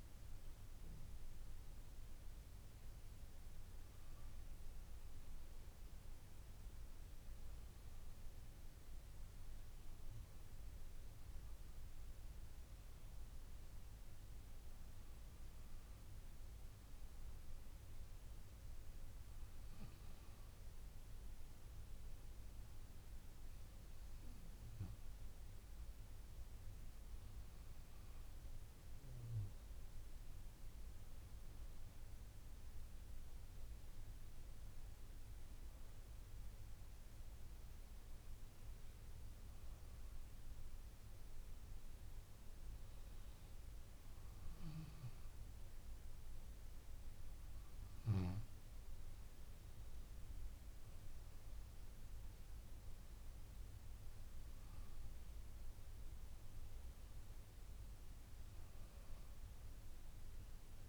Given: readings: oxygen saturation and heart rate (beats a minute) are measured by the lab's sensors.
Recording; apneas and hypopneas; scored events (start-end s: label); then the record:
breathing in sleep, hard to hear, by a room microphone; none
none scored
From the record:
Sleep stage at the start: N2 (light sleep); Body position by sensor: on the back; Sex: female